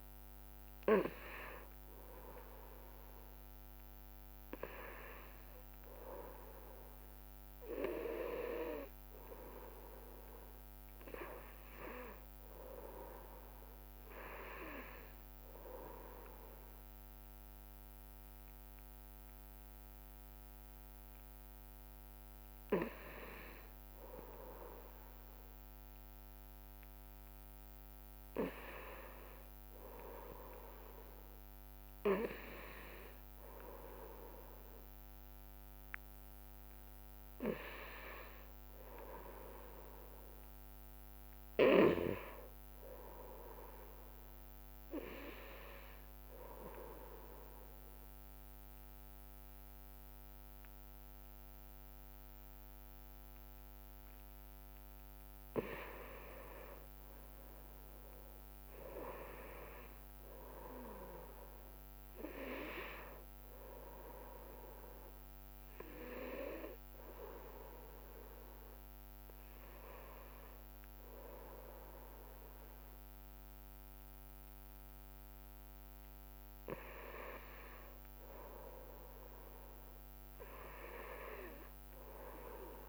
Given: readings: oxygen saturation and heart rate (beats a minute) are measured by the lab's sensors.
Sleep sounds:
a person partly awake in a sleep study, by a microphone on the trachea; 1
4.00-34.00 s: new sleep stage, N1 (lightest sleep)
34.00-82.89 s: new sleep stage, N2 (light sleep)
47.50-57.50 s: obstructive apnea (oxygen 95% before, 92% lowest, heart rate 66 before, 62 extreme, up 8 after)
57.00-67.00 s: drop in pulse transit time (device-marked, heart rate 65 before, 65 extreme)
59.00-62.50 s: arousal
From the record:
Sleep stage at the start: awake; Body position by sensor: on the back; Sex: male

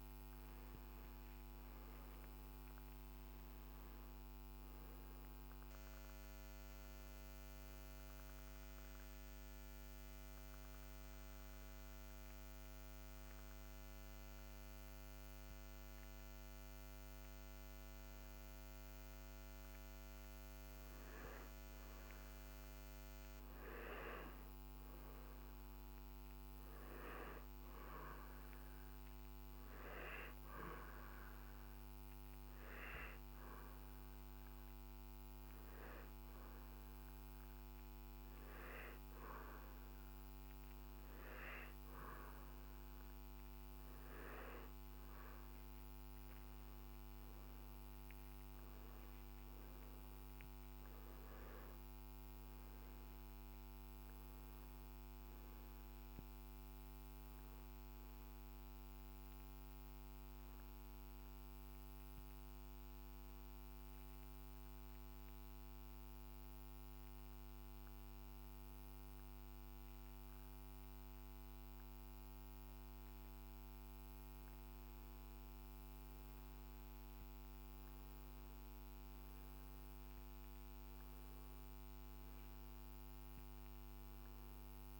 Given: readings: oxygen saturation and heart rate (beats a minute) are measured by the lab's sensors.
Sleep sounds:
breathing in sleep, hard to hear, by a microphone on the trachea; 3
0.00-15.00 s: oxygen desaturation (device-marked, oxygen 90% lowest, heart rate 54 extreme)
9.50-20.00 s: obstructive apnea (oxygen 96% before, 90% lowest, heart rate 69 before, 54 extreme, up 8 after)
23.00-27.00 s: arousal
29.00-40.00 s: oxygen desaturation (device-marked, oxygen 97% before, 93% lowest, heart rate 59 before, 54 extreme)
33.00-44.50 s: hypopnea (oxygen 97% before, 93% lowest, heart rate 60 before, 54 extreme, up 23 after)
47.00-51.50 s: arousal
59.50-69.50 s: obstructive apnea (oxygen 96% before, 93% lowest, heart rate 66 before, 57 extreme, up 0 after)
75.00-79.50 s: arousal
79.00-85.00 s: oxygen desaturation (device-marked, oxygen 97% before, 93% lowest, heart rate 60 before, 55 extreme)
From the record:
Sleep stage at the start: N2 (light sleep); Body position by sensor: on the back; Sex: male

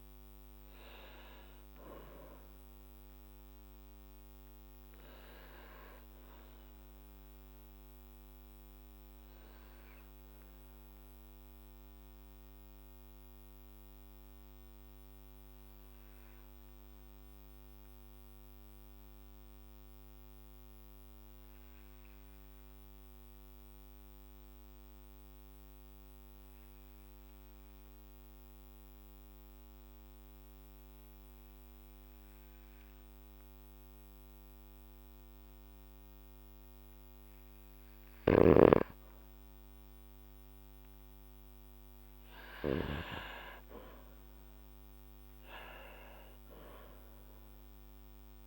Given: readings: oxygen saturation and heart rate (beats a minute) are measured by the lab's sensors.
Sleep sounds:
breathing in sleep by a microphone on the trachea; 1
4.00-36.50 s: obstructive apnea (oxygen 99% before, 96% lowest, heart rate 57 before, 50 extreme, up 3 after)
20.00-35.00 s: oxygen desaturation (device-marked, oxygen 99% before, 96% lowest, heart rate 55 before, 52 extreme)
37.50-42.50 s: snoring (device-marked)
39.00-43.00 s: arousal
From the record:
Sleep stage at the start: N2 (light sleep); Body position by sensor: on the back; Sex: male

